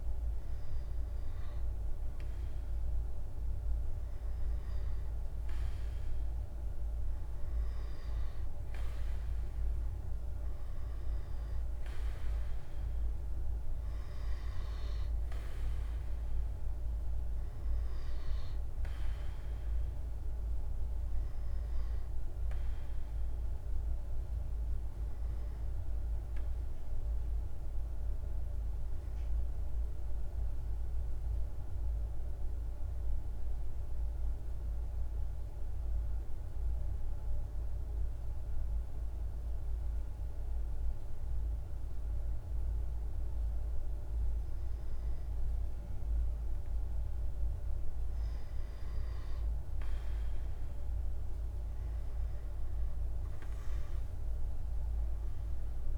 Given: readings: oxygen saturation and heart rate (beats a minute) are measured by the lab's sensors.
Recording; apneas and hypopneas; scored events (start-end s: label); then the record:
breathing in sleep, hard to hear, by a room microphone; 1
0.00-1.00 s: arousal
0.50-18.50 s: oxygen desaturation (device-marked, oxygen 98% before, 92% lowest, heart rate 51 before, 49 extreme)
27.50-46.00 s: mixed apnea (oxygen 97% before, 93% lowest, heart rate 52 before, 49 extreme, up 4 after)
44.50-55.98 s: oxygen desaturation (device-marked, oxygen 98% before, 93% lowest, heart rate 50 before, 50 extreme)
48.50-52.50 s: arousal
From the record:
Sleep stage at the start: N2 (light sleep); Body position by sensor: on the right side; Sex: male